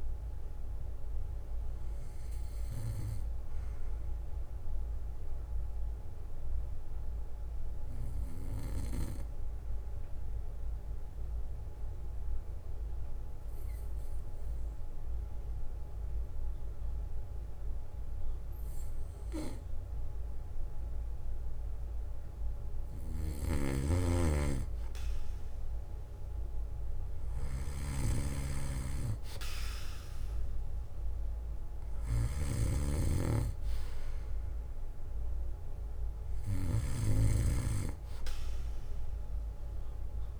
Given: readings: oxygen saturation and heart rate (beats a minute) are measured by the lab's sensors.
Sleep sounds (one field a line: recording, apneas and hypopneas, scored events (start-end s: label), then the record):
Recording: breathing in sleep by a room microphone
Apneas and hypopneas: 1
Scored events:
1.50-4.50 s: bradycardia (device-marked, heart rate 60 before, 58 extreme)
6.00-22.00 s: obstructive apnea (oxygen 97% before, 93% lowest, heart rate 58 before, 56 extreme, up 9 after)
6.50-8.50 s: bradycardia (device-marked, heart rate 60 before, 59 extreme)
16.50-18.50 s: bradycardia (device-marked, heart rate 60 before, 60 extreme)
26.00-31.00 s: arousal
From the record:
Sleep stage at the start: N2 (light sleep)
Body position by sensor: on the back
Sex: male